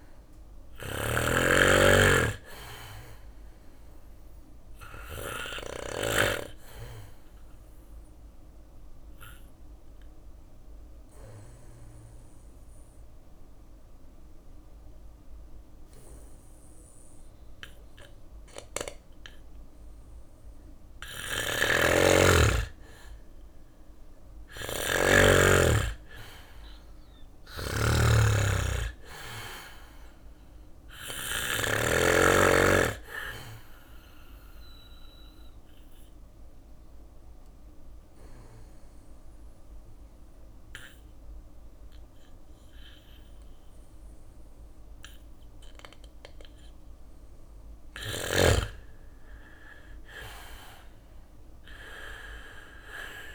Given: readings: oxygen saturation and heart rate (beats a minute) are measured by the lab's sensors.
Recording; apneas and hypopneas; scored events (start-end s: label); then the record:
breathing in sleep by a room microphone; 2
0.00-5.00 s: snoring (device-marked)
1.50-17.50 s: oxygen desaturation (device-marked, oxygen 98% before, 93% lowest, heart rate 60 before, 59 extreme)
5.00-19.50 s: obstructive apnea (oxygen 98% before, 92% lowest, heart rate 61 before, 59 extreme, up 2 after)
18.50-29.50 s: drop in pulse transit time (device-marked, heart rate 61 before, 61 extreme)
20.00-30.50 s: snoring (device-marked)
22.50-26.00 s: arousal
33.00-46.50 s: obstructive apnea (oxygen 98% before, 90% lowest, heart rate 61 before, 59 extreme, up 6 after)
33.50-46.50 s: oxygen desaturation (device-marked, oxygen 97% before, 92% lowest, heart rate 61 before, 59 extreme)
35.50-41.50 s: bradycardia (device-marked, heart rate 60 before, 59 extreme)
48.00-52.50 s: arousal
50.50-53.34 s: drop in pulse transit time (device-marked, heart rate 60 before, 59 extreme)
From the record:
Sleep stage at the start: N2 (light sleep); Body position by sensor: on the back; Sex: male